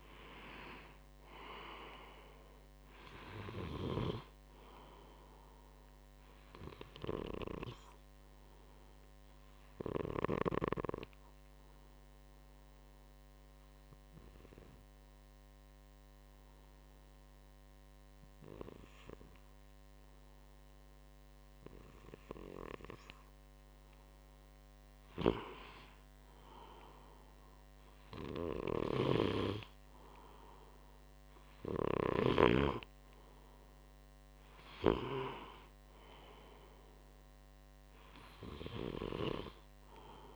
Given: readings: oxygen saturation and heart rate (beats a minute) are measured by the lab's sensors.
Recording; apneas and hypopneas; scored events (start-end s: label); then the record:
breathing in sleep by a microphone on the trachea; 1
8.50-23.00 s: obstructive apnea (oxygen 95% before, 93% lowest, heart rate 65 before, 61 extreme, up 3 after)
25.50-30.00 s: arousal
From the record:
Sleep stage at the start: N2 (light sleep); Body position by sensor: on the right side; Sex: male